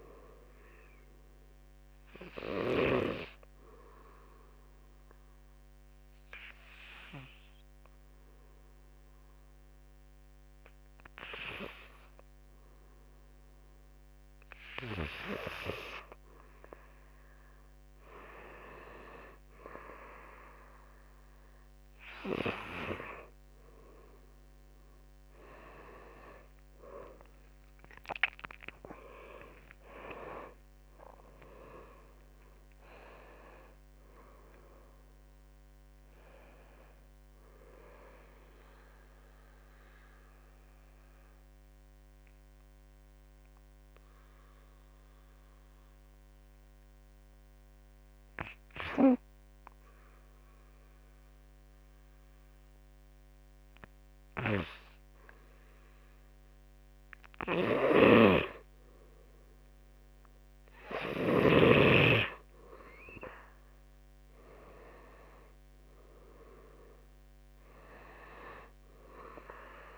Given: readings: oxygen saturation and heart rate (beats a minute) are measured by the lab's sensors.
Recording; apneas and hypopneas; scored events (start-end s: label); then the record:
breathing in sleep by a microphone on the trachea; 2
0.00-5.50 s: drop in pulse transit time (device-marked, heart rate 53 extreme)
3.50-14.50 s: obstructive apnea (oxygen 96% before, 88% lowest, heart rate 61 before, 48 extreme, up 14 after)
23.50-28.00 s: arousal
26.50-42.50 s: drop in pulse transit time (device-marked, heart rate 55 before, 56 extreme)
28.50-39.50 s: oxygen desaturation (device-marked, oxygen 97% before, 92% lowest, heart rate 56 before, 48 extreme)
39.50-55.50 s: hypopnea (oxygen 98% before, 88% lowest, heart rate 65 before, 49 extreme, up 6 after)
55.50-69.98 s: oxygen desaturation (device-marked, oxygen 98% before, 88% lowest, heart rate 56 before, 49 extreme)
58.50-62.50 s: arousal
64.50-69.98 s: drop in pulse transit time (device-marked, heart rate 53 before, 49 extreme)
From the record:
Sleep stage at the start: N2 (light sleep); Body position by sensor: on the back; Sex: male